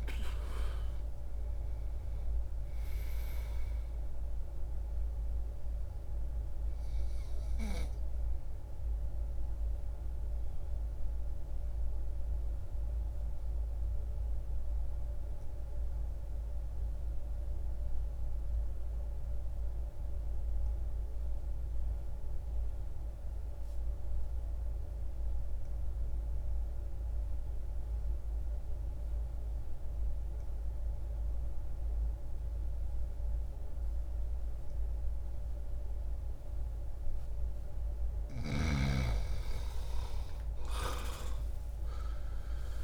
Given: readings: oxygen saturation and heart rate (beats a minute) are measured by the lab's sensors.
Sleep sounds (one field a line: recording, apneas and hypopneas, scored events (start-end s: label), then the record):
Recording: breathing in sleep by a room microphone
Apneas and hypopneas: 1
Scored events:
0.00-28.00 s: oxygen desaturation (device-marked, oxygen 85% lowest, heart rate 60 extreme)
7.00-38.50 s: mixed apnea (oxygen 99% before, 84% lowest, heart rate 61 before, 60 extreme, up 4 after)
34.00-42.84 s: oxygen desaturation (device-marked, oxygen 98% before, 84% lowest, heart rate 61 before, 60 extreme)
39.50-42.84 s: arousal
From the record:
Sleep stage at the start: N2 (light sleep)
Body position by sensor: on the back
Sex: male